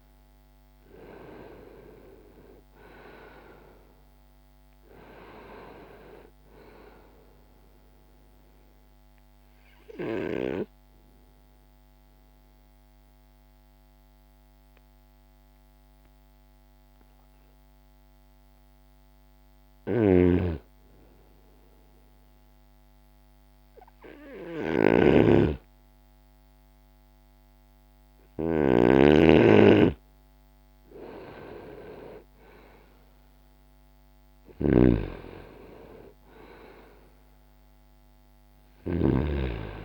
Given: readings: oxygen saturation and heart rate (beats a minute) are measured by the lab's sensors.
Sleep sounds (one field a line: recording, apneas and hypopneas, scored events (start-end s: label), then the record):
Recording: breathing in sleep by a microphone on the trachea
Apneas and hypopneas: 1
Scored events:
0.00-2.00 s: arousal
5.00-31.00 s: oxygen desaturation (device-marked, oxygen 98% before, 87% lowest, heart rate 62 before, 60 extreme)
9.50-29.50 s: hypopnea (oxygen 98% before, 86% lowest, heart rate 63 before, 60 extreme, up 1 after)
19.50-39.00 s: snoring (device-marked)
32.00-36.00 s: arousal
From the record:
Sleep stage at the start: N2 (light sleep)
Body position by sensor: on the right side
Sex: male